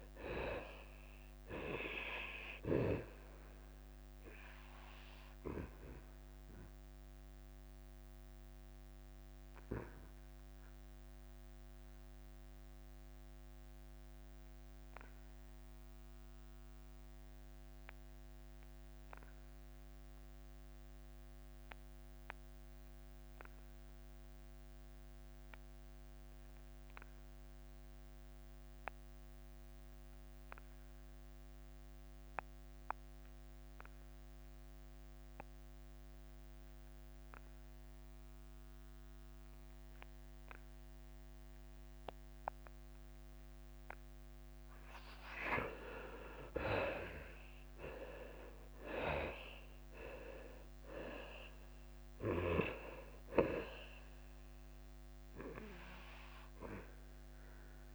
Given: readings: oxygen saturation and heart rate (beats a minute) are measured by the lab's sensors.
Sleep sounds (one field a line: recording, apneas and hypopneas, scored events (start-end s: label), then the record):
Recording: breathing in sleep by a microphone on the trachea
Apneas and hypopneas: 1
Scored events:
0.00-11.00 s: drop in pulse transit time (device-marked, heart rate 91 extreme)
7.00-44.00 s: obstructive apnea (oxygen 98% before, 74% lowest, heart rate 91 before, 85 extreme, up 7 after)
18.00-26.00 s: oxygen desaturation (device-marked, oxygen 93% before, 74% lowest, heart rate 93 before, 85 extreme)
43.00-57.95 s: drop in pulse transit time (device-marked, heart rate 87 before, 89 extreme)
48.00-52.00 s: arousal
From the record:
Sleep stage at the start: N2 (light sleep)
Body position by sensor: on the back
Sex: male